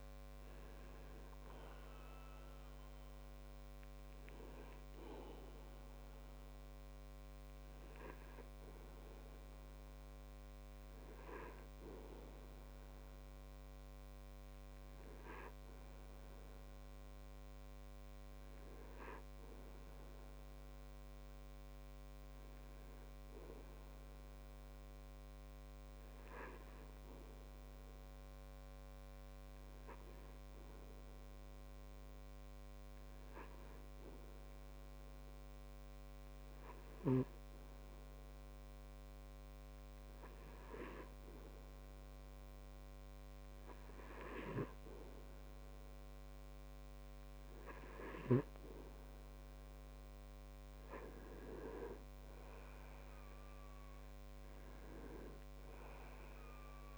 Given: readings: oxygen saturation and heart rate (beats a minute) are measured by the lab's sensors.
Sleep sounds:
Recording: breathing in sleep by a microphone on the trachea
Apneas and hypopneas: 1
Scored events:
28.00-45.00 s: hypopnea (oxygen 98% before, 95% lowest)
47.50-52.50 s: arousal
From the record:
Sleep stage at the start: N2 (light sleep)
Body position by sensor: on the back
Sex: male

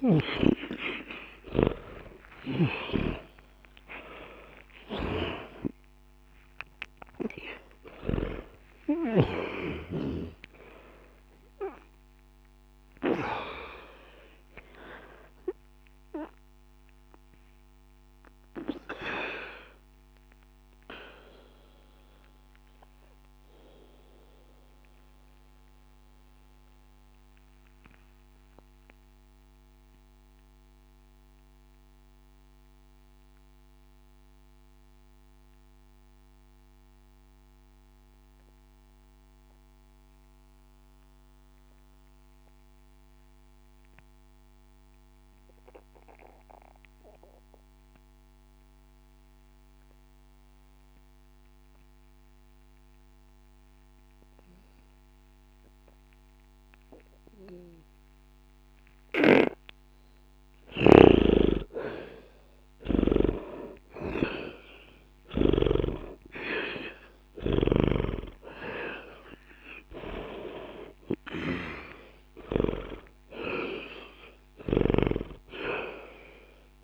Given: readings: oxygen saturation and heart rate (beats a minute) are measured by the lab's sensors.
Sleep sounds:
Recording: breathing in sleep by a microphone on the trachea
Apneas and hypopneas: 1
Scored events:
0.00-2.00 s: arousal
0.00-39.00 s: oxygen desaturation (device-marked, oxygen 75% lowest, heart rate 59 extreme)
16.50-59.50 s: obstructive apnea (oxygen 96% before, 75% lowest, heart rate 108 before, 59 extreme, up 0 after)
56.00-76.84 s: oxygen desaturation (device-marked, oxygen 99% before, 77% lowest, heart rate 60 before, 60 extreme)
60.50-66.00 s: snoring (device-marked)
65.00-71.00 s: arousal
From the record:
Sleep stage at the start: N2 (light sleep)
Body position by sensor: on the back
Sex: male

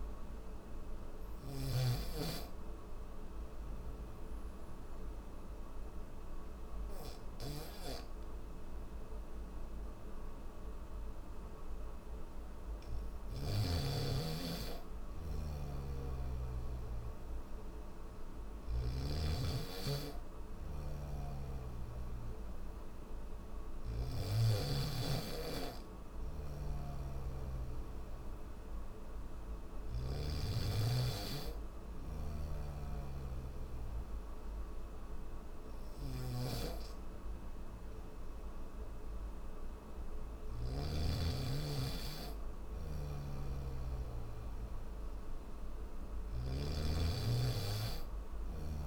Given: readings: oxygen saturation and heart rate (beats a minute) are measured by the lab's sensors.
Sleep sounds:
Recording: breathing in sleep by a room microphone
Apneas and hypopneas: none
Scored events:
0.00-1.50 s: snoring (device-marked)
15.00-18.50 s: snoring (device-marked)
25.50-29.50 s: snoring (device-marked)
31.50-40.50 s: snoring (device-marked)
42.50-46.00 s: snoring (device-marked)
From the record:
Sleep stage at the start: N3 (deep sleep)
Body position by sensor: on the back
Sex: male

